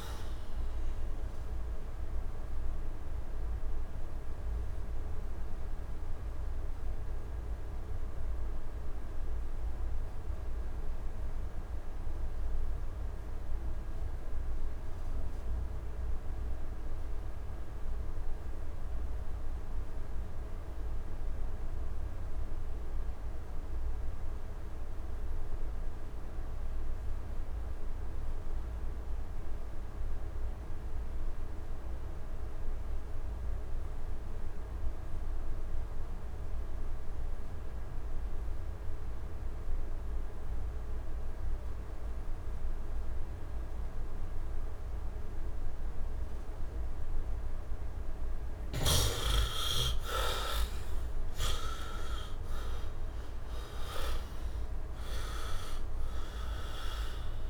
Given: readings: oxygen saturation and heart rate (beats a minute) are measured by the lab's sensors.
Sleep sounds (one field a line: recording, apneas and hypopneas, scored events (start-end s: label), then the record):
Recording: breathing in sleep by a room microphone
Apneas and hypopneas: 1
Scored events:
0.00-15.50 s: oxygen desaturation (device-marked, heart rate 63 extreme)
0.50-48.00 s: mixed apnea (heart rate 75 before, 62 extreme, up 24 after)
22.50-57.50 s: oxygen desaturation (device-marked, heart rate 70 before, 62 extreme)
49.50-53.00 s: arousal
From the record:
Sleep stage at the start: N2 (light sleep)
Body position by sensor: on the right side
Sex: male